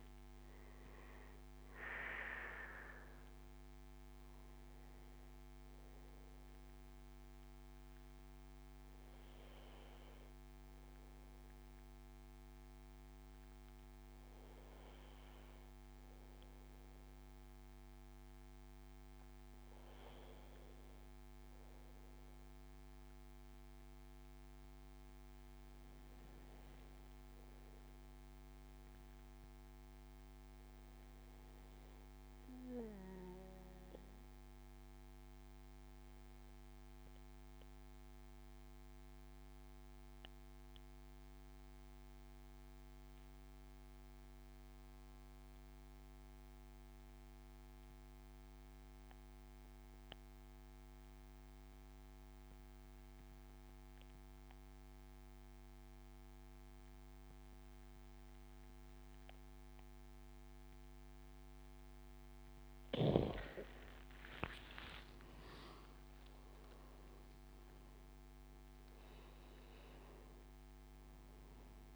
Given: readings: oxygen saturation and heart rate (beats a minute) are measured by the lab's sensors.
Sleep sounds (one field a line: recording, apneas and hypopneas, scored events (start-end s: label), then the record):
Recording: breathing in sleep by a microphone on the trachea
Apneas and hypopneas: 2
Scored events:
0.00-16.00 s: oxygen desaturation (device-marked, oxygen 92% lowest, heart rate 64 extreme)
5.50-19.50 s: obstructive apnea (oxygen 98% before, 89% lowest, heart rate 79 before, 65 extreme, up 12 after)
22.00-27.00 s: arousal
33.50-62.00 s: mixed apnea (oxygen 99% before, 89% lowest, heart rate 74 before, 63 extreme, up 15 after)
50.00-71.96 s: oxygen desaturation (device-marked, oxygen 97% before, 89% lowest, heart rate 72 before, 63 extreme)
63.50-68.00 s: arousal
From the record:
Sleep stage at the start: N2 (light sleep)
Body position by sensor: on the back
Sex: male